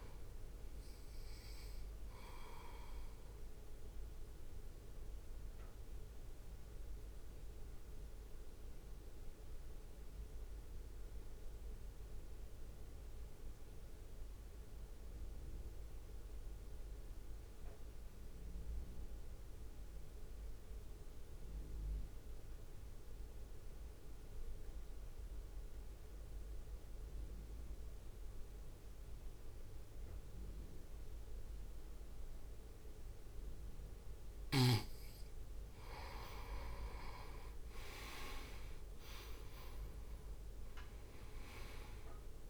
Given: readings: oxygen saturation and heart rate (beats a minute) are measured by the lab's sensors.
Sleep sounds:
breathing in sleep by a room microphone; 1
0.00-6.50 s: oxygen desaturation (device-marked, oxygen 87% lowest, heart rate 53 extreme)
0.00-9.50 s: drop in pulse transit time (device-marked, heart rate 53 extreme)
4.00-34.50 s: mixed apnea (oxygen 98% before, 86% lowest, heart rate 56 before, 52 extreme, up 0 after)
12.50-26.50 s: oxygen desaturation (device-marked, oxygen 89% before, 86% lowest, heart rate 56 before, 52 extreme)
37.50-41.50 s: arousal
38.50-42.50 s: oxygen desaturation (device-marked, oxygen 99% before, 87% lowest, heart rate 65 before, 52 extreme)
41.50-42.50 s: drop in pulse transit time (device-marked, heart rate 65 before, 52 extreme)
From the record:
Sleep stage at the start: N2 (light sleep); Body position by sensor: on the right side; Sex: male

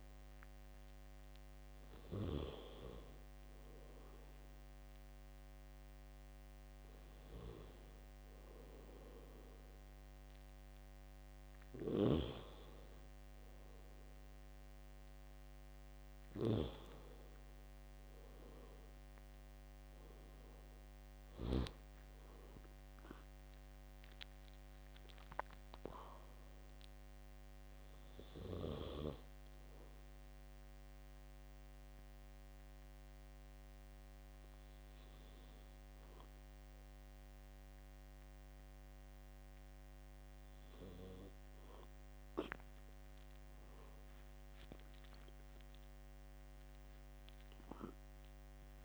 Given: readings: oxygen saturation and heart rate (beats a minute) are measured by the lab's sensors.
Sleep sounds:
breathing in sleep by a microphone on the trachea; none
none scored
From the record:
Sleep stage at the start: N2 (light sleep); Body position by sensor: on the back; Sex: male

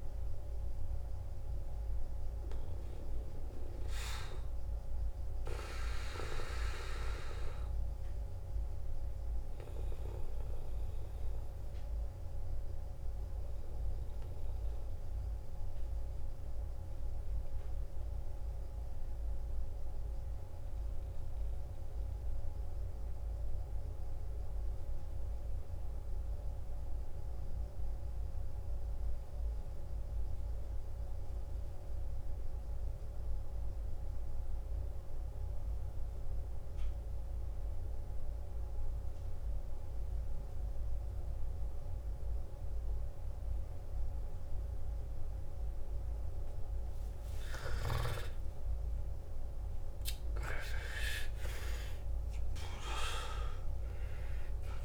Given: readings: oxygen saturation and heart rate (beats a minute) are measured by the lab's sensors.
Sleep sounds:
breathing in sleep by a room microphone; 1
0.00-22.00 s: oxygen desaturation (device-marked, oxygen 91% lowest, heart rate 52 extreme)
10.50-46.50 s: obstructive apnea (oxygen 98% before, 88% lowest, heart rate 61 before, 52 extreme, up 13 after)
40.00-54.85 s: oxygen desaturation (device-marked, oxygen 97% before, 88% lowest, heart rate 55 before, 53 extreme)
47.50-53.50 s: arousal
From the record:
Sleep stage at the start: N2 (light sleep); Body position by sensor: on the back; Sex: male

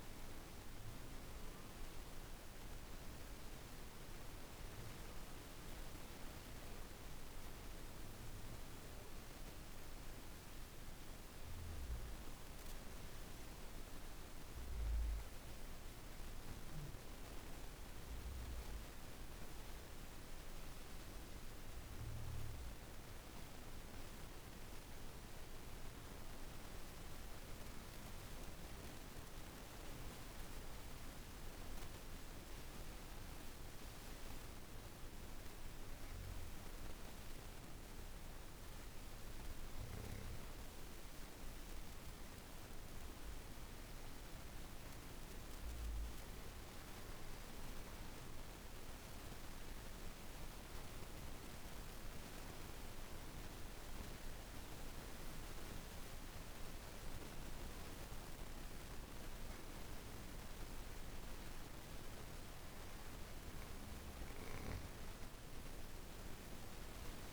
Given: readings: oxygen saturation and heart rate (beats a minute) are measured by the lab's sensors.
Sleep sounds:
breathing in sleep, hard to hear, by a room microphone; 1
39.50-53.50 s: oxygen desaturation (device-marked, oxygen 96% before, 92% lowest, heart rate 54 before, 47 extreme)
49.00-61.00 s: obstructive apnea (oxygen 96% before, 91% lowest, heart rate 55 before, 47 extreme, up 2 after)
62.50-66.50 s: arousal
From the record:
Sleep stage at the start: N2 (light sleep); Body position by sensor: on the back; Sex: female

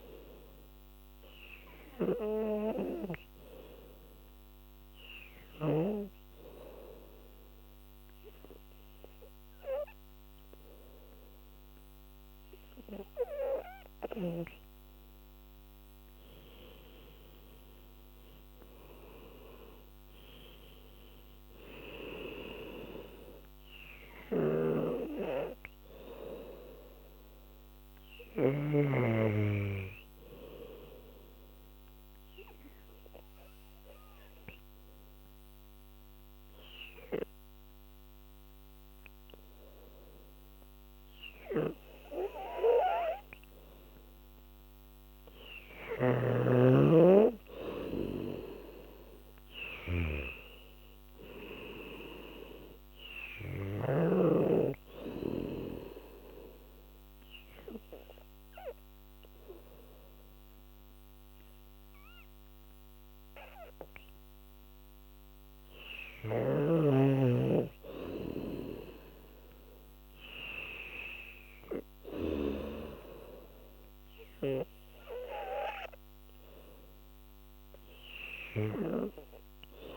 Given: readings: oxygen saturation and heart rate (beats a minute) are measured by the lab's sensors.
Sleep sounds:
breathing in sleep by a microphone on the trachea; 3
0.00-10.00 s: oxygen desaturation (device-marked, oxygen 94% lowest, heart rate 72 extreme)
4.50-15.50 s: obstructive apnea (oxygen 98% before, 91% lowest, heart rate 82 before, 72 extreme, up 10 after)
16.50-20.50 s: arousal
20.00-36.00 s: oxygen desaturation (device-marked, oxygen 96% before, 91% lowest, heart rate 79 before, 72 extreme)
32.00-44.50 s: obstructive apnea (oxygen 96% before, 91% lowest, heart rate 79 before, 74 extreme, up 9 after)
46.00-54.00 s: snoring (device-marked)
46.00-63.00 s: oxygen desaturation (device-marked, oxygen 98% before, 92% lowest, heart rate 78 before, 74 extreme)
48.00-52.00 s: arousal
55.50-66.50 s: obstructive apnea (oxygen 98% before, 91% lowest, heart rate 82 before, 74 extreme, up 13 after)
68.50-72.00 s: arousal
71.00-79.97 s: oxygen desaturation (device-marked, oxygen 97% before, 91% lowest, heart rate 82 before, 77 extreme)
74.50-76.50 s: long interval between heartbeats (device-marked, heart rate 81 before, 84 extreme)
From the record:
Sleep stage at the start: N2 (light sleep); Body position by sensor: on the back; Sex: female

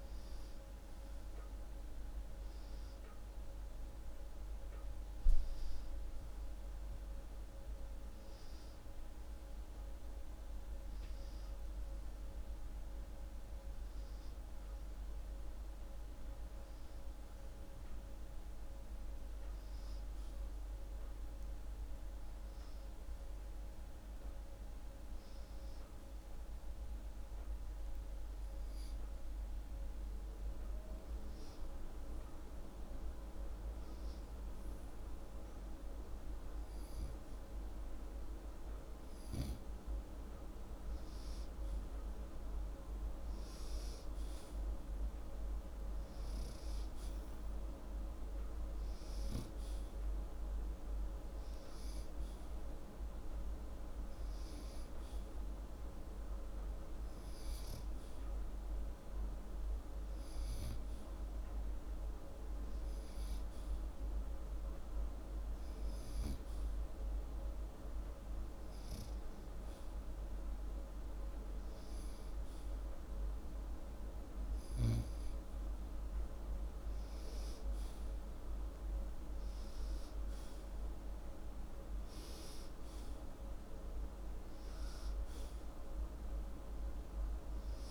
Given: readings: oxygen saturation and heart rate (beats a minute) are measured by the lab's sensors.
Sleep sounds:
breathing in sleep, hard to hear, by a room microphone; none
15.00-87.91 s: new sleep stage, N2 (light sleep)
44.00-61.00 s: oxygen desaturation (device-marked, oxygen 98% before, 95% lowest, heart rate 41 before, 46 extreme)
From the record:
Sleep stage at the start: N1 (lightest sleep); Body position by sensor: upright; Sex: male

